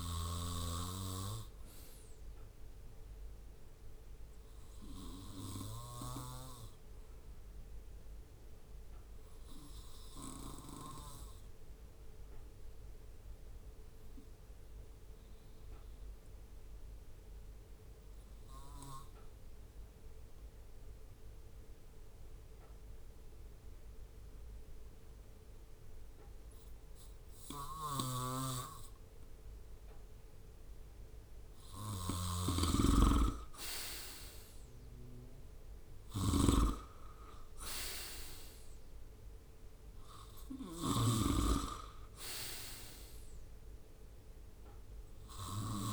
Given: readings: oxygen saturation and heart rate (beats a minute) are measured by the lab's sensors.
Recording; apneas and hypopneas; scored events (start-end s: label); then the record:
breathing in sleep by a room microphone; 1
0.00-4.00 s: oxygen desaturation (device-marked, oxygen 94% lowest, heart rate 71 extreme)
6.00-28.00 s: oxygen desaturation (device-marked, oxygen 95% before, 91% lowest, heart rate 73 before, 70 extreme)
8.00-30.00 s: obstructive apnea (oxygen 98% before, 91% lowest, heart rate 73 before, 70 extreme, up 5 after)
27.00-45.93 s: snoring (device-marked)
33.00-36.00 s: arousal
From the record:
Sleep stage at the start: REM sleep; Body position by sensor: on the right side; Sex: male